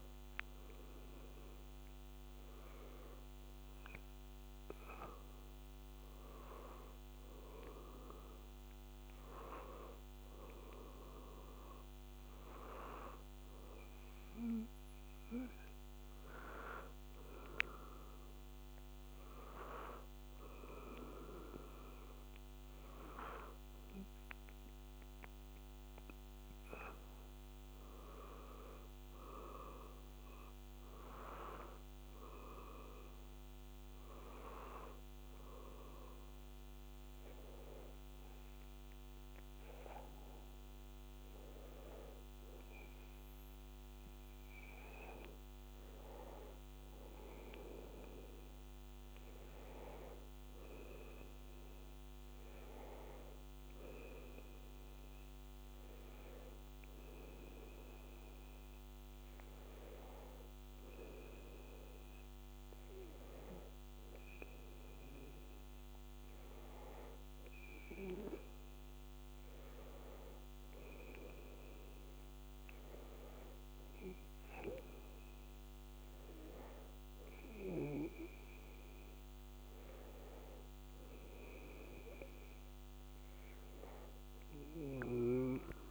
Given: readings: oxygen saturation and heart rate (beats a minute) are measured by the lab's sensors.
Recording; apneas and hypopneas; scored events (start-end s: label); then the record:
breathing in sleep by a microphone on the trachea; none
none scored
From the record:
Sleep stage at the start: N2 (light sleep); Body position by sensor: on the back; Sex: male